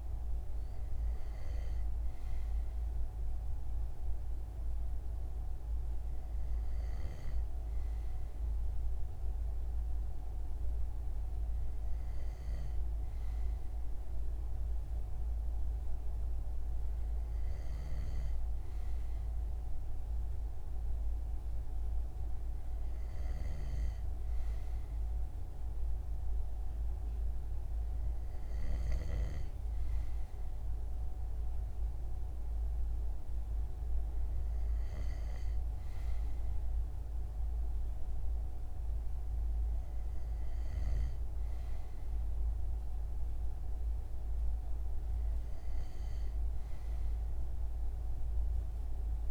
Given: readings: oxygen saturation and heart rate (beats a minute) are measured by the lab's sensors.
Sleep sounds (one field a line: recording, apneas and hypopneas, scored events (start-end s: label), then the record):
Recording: breathing in sleep, hard to hear, by a room microphone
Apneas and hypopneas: none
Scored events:
17.00-28.50 s: snoring (device-marked)
From the record:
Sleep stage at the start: N2 (light sleep)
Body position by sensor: on the front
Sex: male